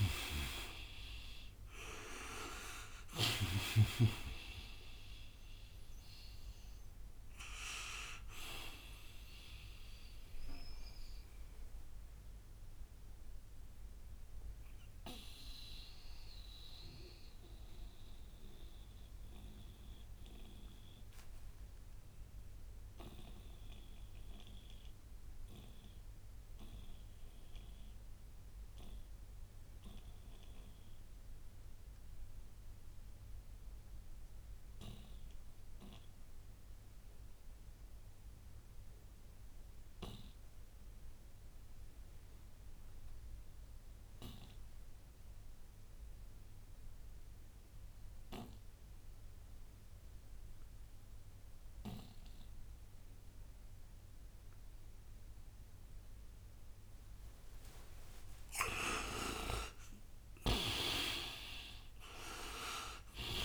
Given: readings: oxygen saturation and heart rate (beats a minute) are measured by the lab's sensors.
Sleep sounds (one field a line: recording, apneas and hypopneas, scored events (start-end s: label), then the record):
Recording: breathing in sleep by a room microphone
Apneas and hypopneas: 1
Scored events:
0.00-3.00 s: snoring (device-marked)
0.00-23.00 s: oxygen desaturation (device-marked, oxygen 77% lowest, heart rate 57 extreme)
11.00-57.00 s: mixed apnea (oxygen 96% before, 77% lowest, heart rate 76 before, 57 extreme, up 44 after)
46.00-63.45 s: oxygen desaturation (device-marked, oxygen 99% before, 78% lowest, heart rate 59 before, 59 extreme)
58.00-62.00 s: arousal
From the record:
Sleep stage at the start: N2 (light sleep)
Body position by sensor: on the right side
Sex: male